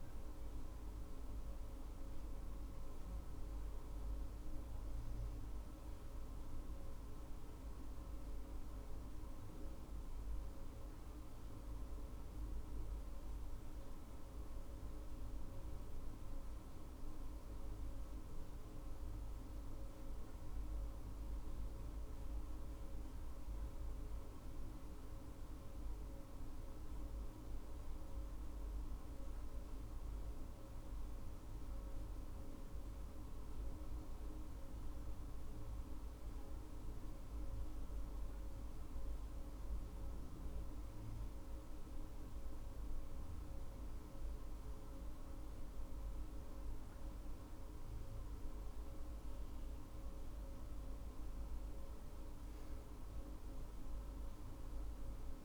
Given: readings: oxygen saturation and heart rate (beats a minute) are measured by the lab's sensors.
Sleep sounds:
breathing in sleep, hard to hear, by a room microphone; none
10.00-55.45 s: new sleep stage, N2 (light sleep)
From the record:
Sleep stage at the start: N1 (lightest sleep); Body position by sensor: on the front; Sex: female

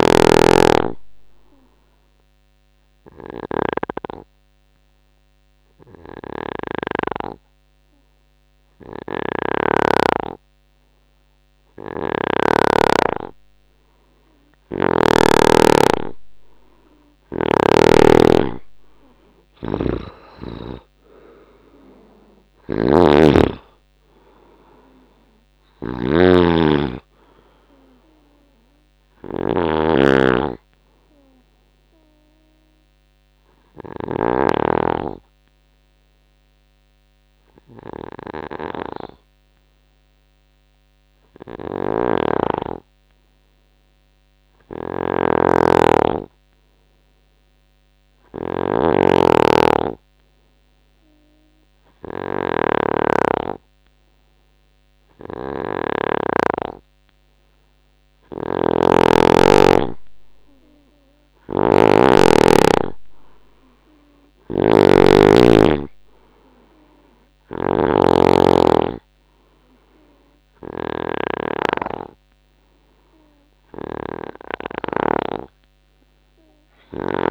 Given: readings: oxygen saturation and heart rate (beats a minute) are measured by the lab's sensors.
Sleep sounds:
breathing in sleep by a microphone on the trachea; 2
0.00-7.00 s: snoring (device-marked)
0.00-10.00 s: oxygen desaturation (device-marked, oxygen 91% lowest, heart rate 66 extreme)
1.50-13.50 s: obstructive apnea (oxygen 98% before, 90% lowest, heart rate 86 before, 65 extreme, up 25 after)
9.00-12.50 s: snoring (device-marked)
19.50-34.00 s: snoring (device-marked)
20.00-24.00 s: arousal
21.00-35.00 s: oxygen desaturation (device-marked, oxygen 96% before, 90% lowest, heart rate 89 before, 65 extreme)
32.50-57.00 s: hypopnea (oxygen 96% before, 84% lowest, heart rate 88 before, 68 extreme, up 8 after)
41.50-56.00 s: snoring (device-marked)
58.00-71.00 s: snoring (device-marked)
58.50-63.00 s: arousal
61.00-77.31 s: oxygen desaturation (device-marked, oxygen 98% before, 93% lowest, heart rate 71 before, 68 extreme)
From the record:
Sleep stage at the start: N2 (light sleep); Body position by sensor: on the right side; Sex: male

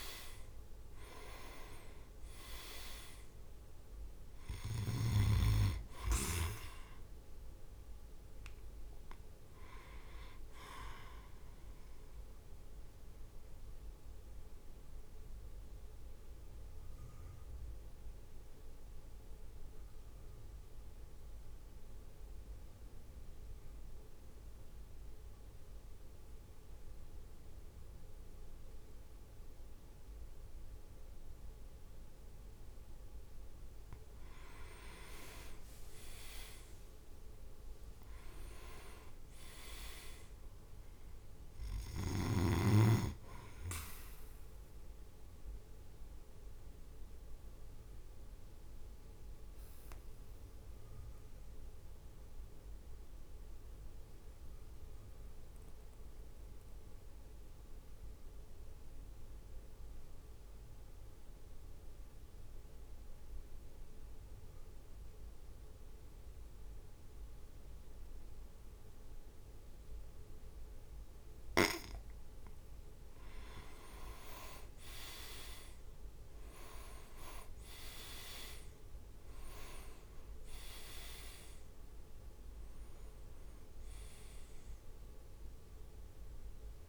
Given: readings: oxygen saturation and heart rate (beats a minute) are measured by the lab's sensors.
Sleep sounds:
breathing in sleep by a room microphone; 2
0.00-8.50 s: drop in pulse transit time (device-marked, heart rate 54 extreme)
13.00-33.50 s: mixed apnea (oxygen 98% before, 94% lowest, heart rate 57 before, 50 extreme, up 8 after)
16.50-28.50 s: oxygen desaturation (device-marked, oxygen 97% before, 94% lowest, heart rate 57 before, 50 extreme)
34.50-38.00 s: leg movement (device-marked)
35.50-40.00 s: arousal
36.50-48.50 s: drop in pulse transit time (device-marked, heart rate 55 before, 53 extreme)
45.00-72.00 s: mixed apnea (oxygen 100% before, 94% lowest, heart rate 58 before, 50 extreme, up 2 after)
73.50-77.50 s: arousal
73.50-83.50 s: oxygen desaturation (device-marked, oxygen 99% before, 95% lowest, heart rate 53 before, 53 extreme)
73.50-86.89 s: drop in pulse transit time (device-marked, heart rate 53 before, 52 extreme)
74.00-75.00 s: leg movement (device-marked)
77.00-78.50 s: leg movement (device-marked)
From the record:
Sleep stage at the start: N2 (light sleep); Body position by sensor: on the back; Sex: male

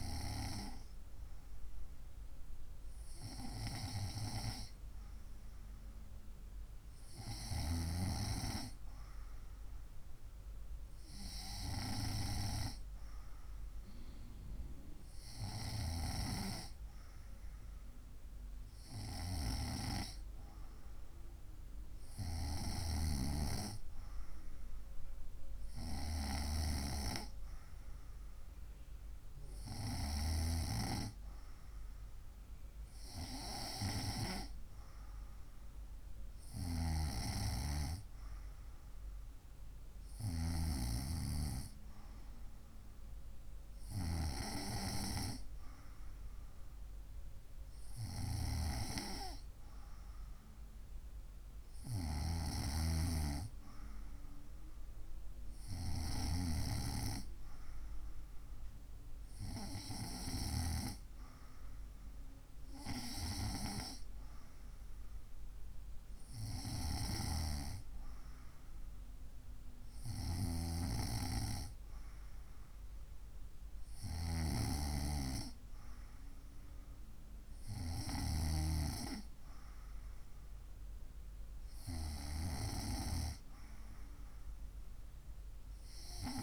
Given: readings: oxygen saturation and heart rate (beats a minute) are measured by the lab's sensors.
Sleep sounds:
breathing in sleep by a room microphone; none
none scored
From the record:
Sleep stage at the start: N2 (light sleep); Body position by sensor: on the right side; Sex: female

